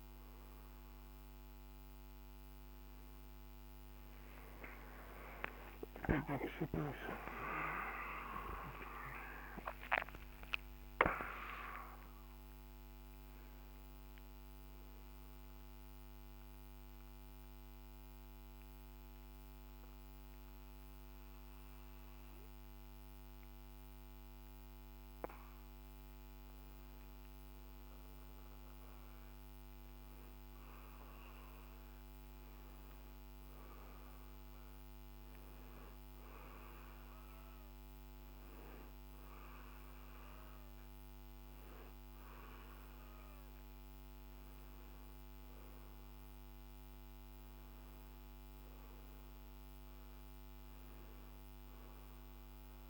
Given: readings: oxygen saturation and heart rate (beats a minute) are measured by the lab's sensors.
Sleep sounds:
breathing in sleep by a microphone on the trachea; 1
5.50-10.50 s: arousal
15.50-27.00 s: obstructive apnea (oxygen 98% before, 93% lowest, heart rate 67 before, 52 extreme, up 4 after)
30.00-34.00 s: arousal
36.00-48.00 s: oxygen desaturation (device-marked, oxygen 99% before, 94% lowest, heart rate 58 before, 52 extreme)
48.00-52.00 s: arousal
From the record:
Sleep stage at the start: N2 (light sleep); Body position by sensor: on the back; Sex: male

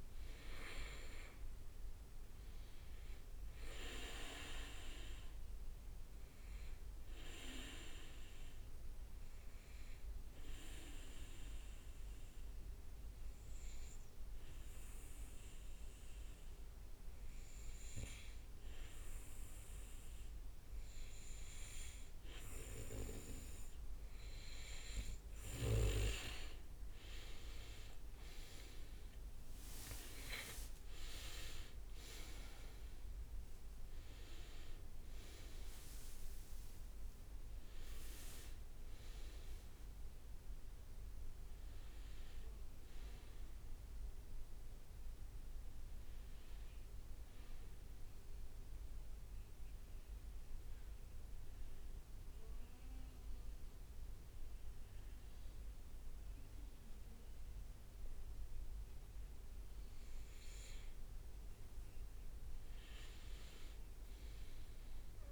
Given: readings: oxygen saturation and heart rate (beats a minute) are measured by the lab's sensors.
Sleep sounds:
breathing in sleep by a room microphone; 2
9.00-22.00 s: obstructive apnea (oxygen 98% before, 94% lowest, heart rate 66 before, 64 extreme, up 8 after)
26.00-34.00 s: oxygen desaturation (device-marked, oxygen 98% before, 94% lowest, heart rate 67 before, 61 extreme)
28.00-32.50 s: arousal
28.50-31.00 s: leg movement (device-marked)
35.00-39.00 s: leg movement (device-marked)
43.00-44.00 s: leg movement (device-marked)
50.50-60.50 s: obstructive apnea (oxygen 99% before, 96% lowest, heart rate 70 before, 63 extreme, up 12 after)
63.50-65.32 s: arousal
From the record:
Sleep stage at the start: N2 (light sleep); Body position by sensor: on the back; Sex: male

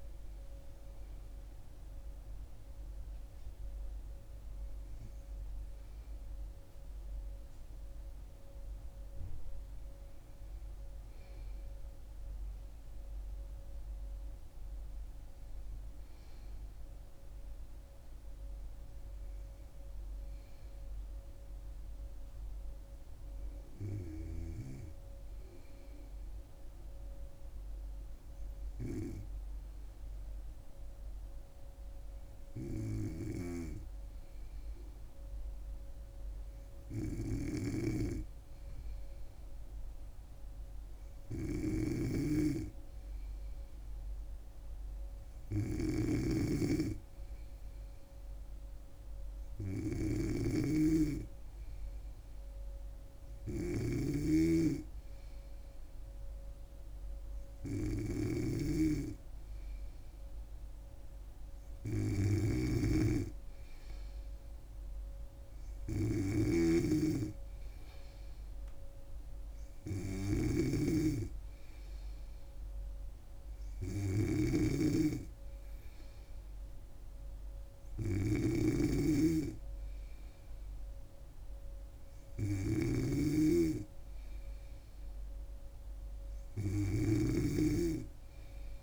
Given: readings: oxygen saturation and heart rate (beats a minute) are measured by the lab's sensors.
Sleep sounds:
breathing in sleep by a room microphone; none
42.00-88.83 s: snoring (device-marked)
88.00-88.83 s: new sleep stage, N3 (deep sleep)
From the record:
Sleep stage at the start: N2 (light sleep); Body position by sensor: on the back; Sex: female

